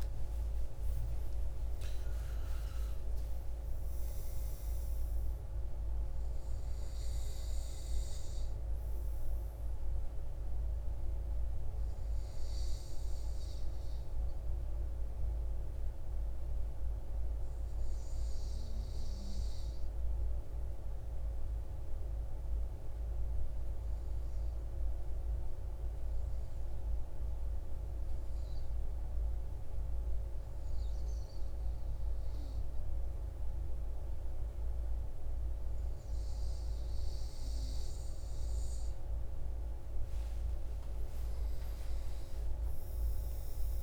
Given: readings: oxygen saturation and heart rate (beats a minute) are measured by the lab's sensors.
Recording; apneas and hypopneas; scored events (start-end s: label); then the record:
breathing in sleep, hard to hear, by a room microphone; 1
0.00-5.00 s: arousal
10.00-37.00 s: obstructive apnea (oxygen 97% before, 95% lowest, heart rate 69 before, 56 extreme, up 14 after)
39.00-43.83 s: arousal
From the record:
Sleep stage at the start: REM sleep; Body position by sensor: on the front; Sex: male